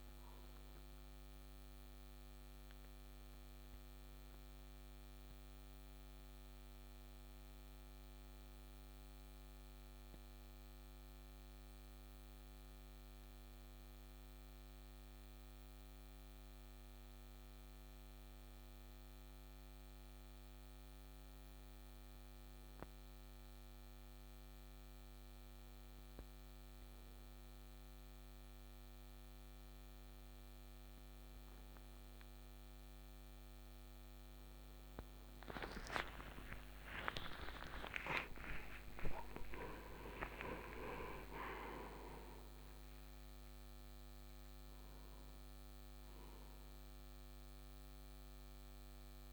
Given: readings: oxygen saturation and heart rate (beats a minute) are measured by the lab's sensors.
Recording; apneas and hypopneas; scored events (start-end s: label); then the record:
breathing in sleep by a microphone on the trachea; none
35.00-41.00 s: tachycardia (device-marked, heart rate 64 before, 138 extreme)
35.50-40.50 s: arousal
From the record:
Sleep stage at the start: N1 (lightest sleep); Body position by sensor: on the right side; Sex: male